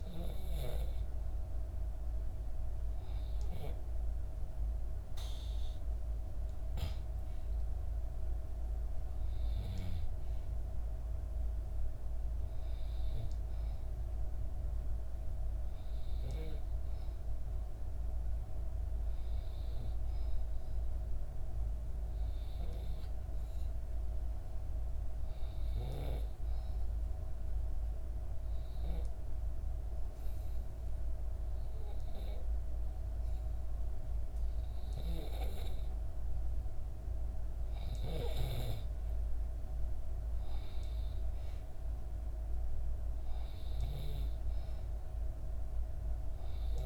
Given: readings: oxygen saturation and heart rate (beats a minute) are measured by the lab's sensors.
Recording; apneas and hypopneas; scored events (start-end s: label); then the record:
breathing in sleep by a room microphone; 1
26.50-37.50 s: obstructive apnea (oxygen 95% before, 92% lowest, heart rate 65 before, 65 extreme, up 3 after)
39.50-43.00 s: arousal
From the record:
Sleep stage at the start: N2 (light sleep); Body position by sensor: on the back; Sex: female